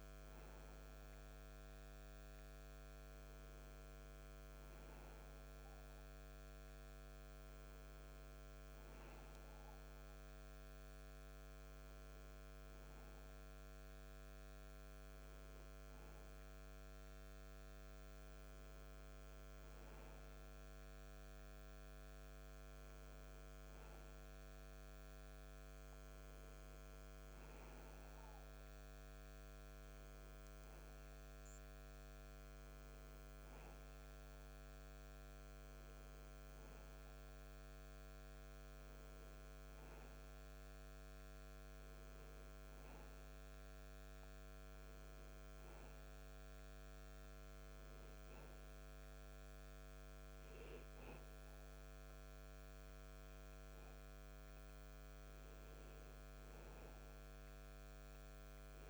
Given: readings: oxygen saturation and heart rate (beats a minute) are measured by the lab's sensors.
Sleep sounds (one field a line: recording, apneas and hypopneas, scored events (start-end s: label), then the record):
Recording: breathing in sleep, hard to hear, by a microphone on the trachea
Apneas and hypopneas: 1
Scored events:
0.00-10.50 s: oxygen desaturation (device-marked, oxygen 93% lowest, heart rate 85 extreme)
43.00-53.00 s: hypopnea (oxygen 98% before, 93% lowest, heart rate 89 before, 69 extreme, up 11 after)
55.00-58.50 s: arousal
From the record:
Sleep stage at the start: N2 (light sleep)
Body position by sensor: on the back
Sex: male